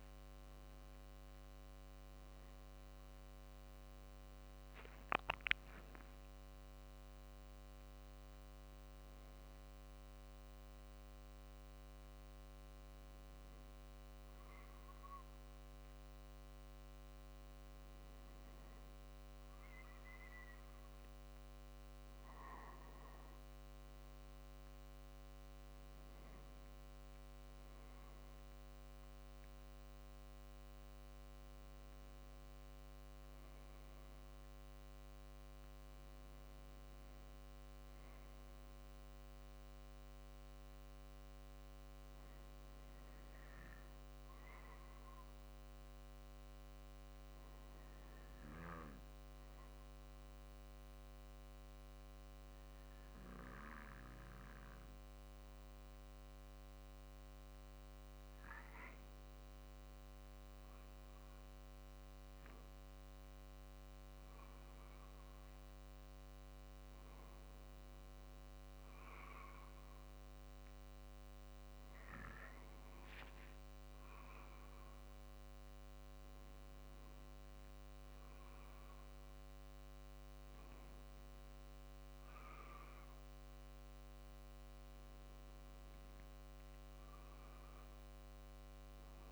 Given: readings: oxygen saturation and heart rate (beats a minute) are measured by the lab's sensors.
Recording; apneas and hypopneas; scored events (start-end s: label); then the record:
breathing in sleep, hard to hear, by a microphone on the trachea; 1
0.00-1.50 s: arousal
38.50-89.32 s: new sleep stage, N2 (light sleep)
45.00-57.50 s: obstructive apnea (oxygen 96% before, 94% lowest, heart rate 49 before, 48 extreme, up 2 after)
60.00-64.00 s: arousal
62.50-73.50 s: drop in pulse transit time (device-marked, heart rate 48 before, 48 extreme)
From the record:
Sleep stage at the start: N1 (lightest sleep); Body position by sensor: on the right side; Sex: male